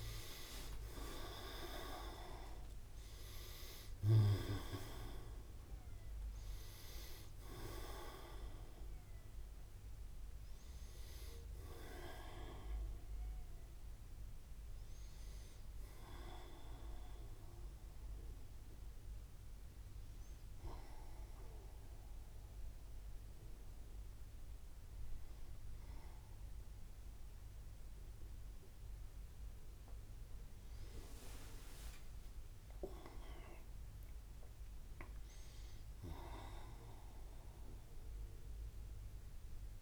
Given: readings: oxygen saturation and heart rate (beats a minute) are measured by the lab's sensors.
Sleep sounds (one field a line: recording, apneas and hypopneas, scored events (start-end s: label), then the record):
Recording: breathing in sleep by a room microphone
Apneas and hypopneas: none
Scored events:
0.00-2.00 s: long interval between heartbeats (device-marked, heart rate 73 before, 149 extreme)
0.00-9.00 s: oxygen desaturation (device-marked, oxygen 85% lowest, heart rate 61 extreme)
35.00-39.50 s: arousal
From the record:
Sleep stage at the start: N2 (light sleep)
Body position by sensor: on the right side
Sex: male